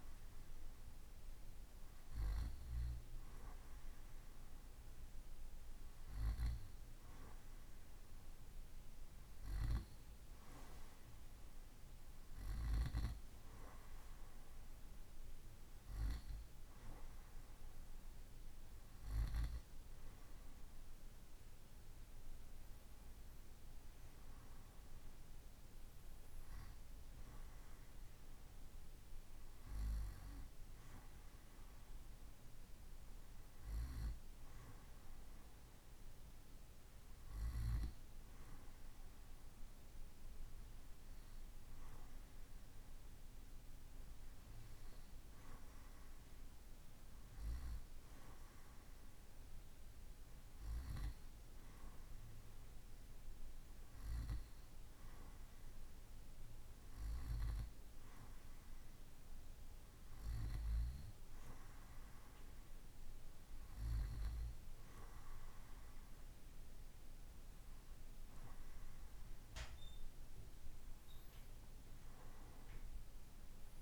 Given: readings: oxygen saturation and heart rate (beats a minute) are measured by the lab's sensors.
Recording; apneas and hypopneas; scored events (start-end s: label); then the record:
breathing in sleep by a room microphone; none
none scored
From the record:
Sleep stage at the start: N2 (light sleep); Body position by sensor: on the right side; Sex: male